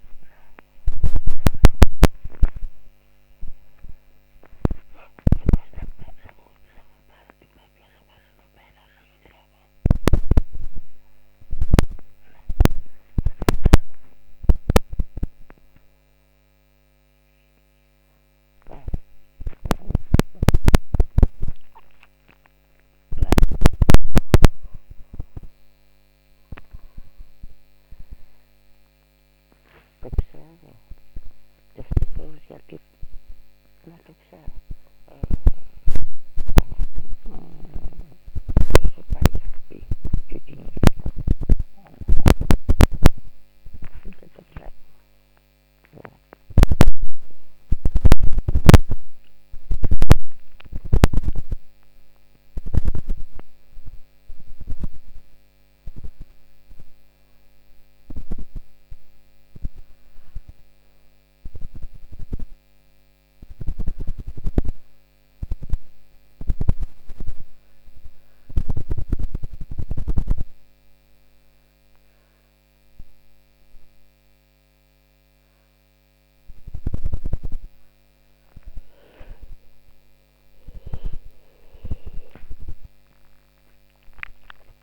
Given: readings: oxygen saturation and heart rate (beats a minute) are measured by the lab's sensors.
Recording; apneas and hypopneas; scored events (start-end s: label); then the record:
a person awake in a sleep study, by a microphone on the trachea; none
none scored
From the record:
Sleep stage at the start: awake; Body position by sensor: on the back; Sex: female